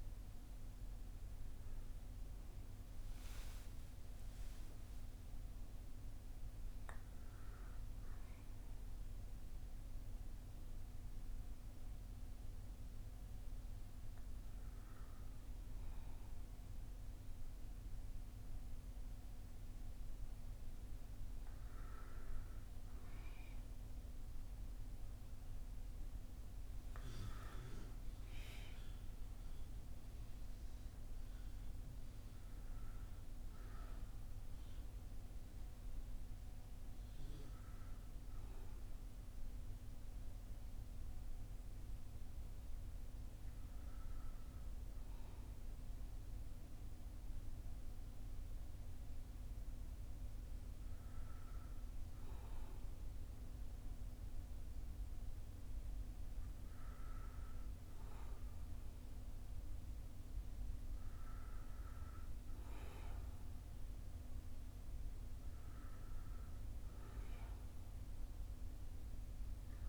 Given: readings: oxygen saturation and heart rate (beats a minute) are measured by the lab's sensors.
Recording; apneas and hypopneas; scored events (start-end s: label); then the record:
breathing in sleep, hard to hear, by a room microphone; none
0.00-2.50 s: arousal
From the record:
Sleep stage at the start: N1 (lightest sleep); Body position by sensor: on the back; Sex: male